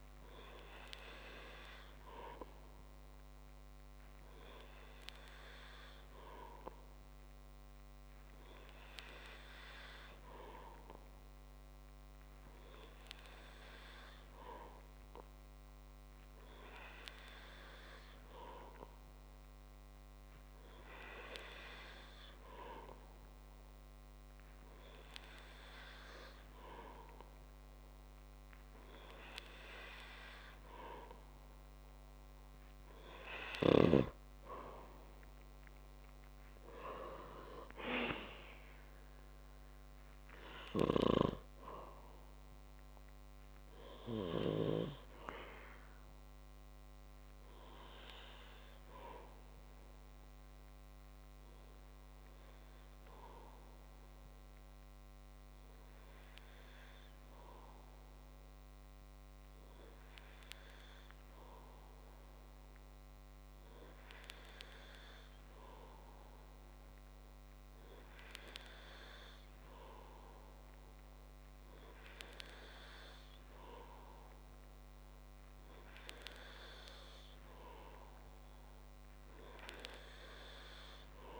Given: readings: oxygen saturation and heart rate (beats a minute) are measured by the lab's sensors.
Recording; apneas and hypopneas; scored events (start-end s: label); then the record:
breathing in sleep by a microphone on the trachea; none
none scored
From the record:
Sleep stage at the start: N2 (light sleep); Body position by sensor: on the back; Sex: male